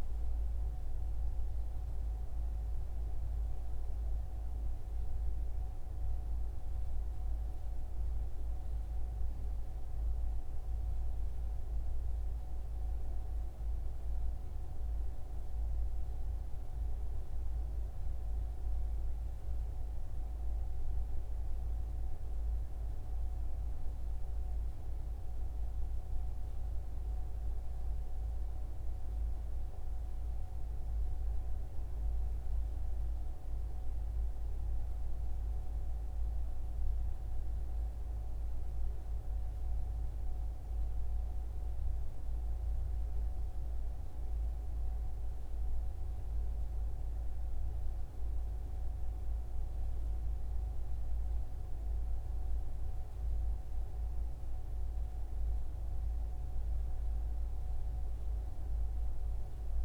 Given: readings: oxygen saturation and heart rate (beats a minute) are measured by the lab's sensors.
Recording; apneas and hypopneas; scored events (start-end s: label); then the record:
breathing in sleep, hard to hear, by a room microphone; none
none scored
From the record:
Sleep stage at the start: N1 (lightest sleep); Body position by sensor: on the right side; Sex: male